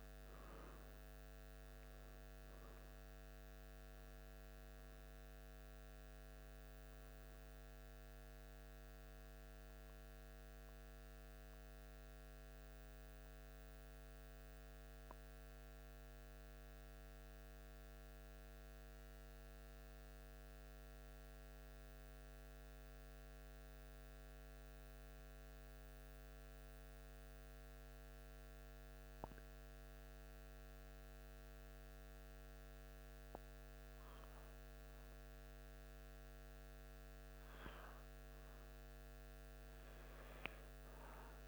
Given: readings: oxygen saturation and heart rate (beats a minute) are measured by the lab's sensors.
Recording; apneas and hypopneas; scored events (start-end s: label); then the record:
breathing in sleep, hard to hear, by a microphone on the trachea; 1
8.50-37.00 s: mixed apnea (oxygen 98% before, 93% lowest, heart rate 75 before, 73 extreme, up 1 after)
27.50-41.48 s: oxygen desaturation (device-marked, oxygen 97% before, 93% lowest, heart rate 75 before, 74 extreme)
From the record:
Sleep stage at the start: N2 (light sleep); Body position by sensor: on the back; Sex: male